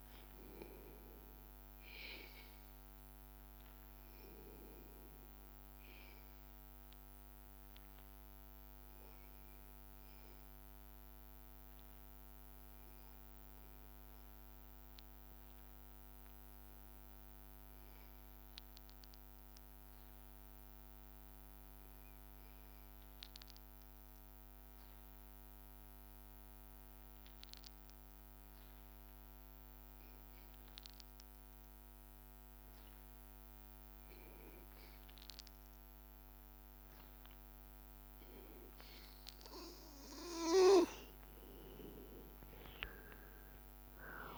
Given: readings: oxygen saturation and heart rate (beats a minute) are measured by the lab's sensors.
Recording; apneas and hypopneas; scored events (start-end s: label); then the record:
breathing in sleep by a microphone on the trachea; 1
0.00-12.00 s: oxygen desaturation (device-marked, oxygen 92% lowest, heart rate 81 extreme)
1.50-37.50 s: hypopnea (oxygen 97% before, 92% lowest, heart rate 83 before, 80 extreme, up 2 after)
39.00-42.50 s: arousal
From the record:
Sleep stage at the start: N2 (light sleep); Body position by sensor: on the back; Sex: male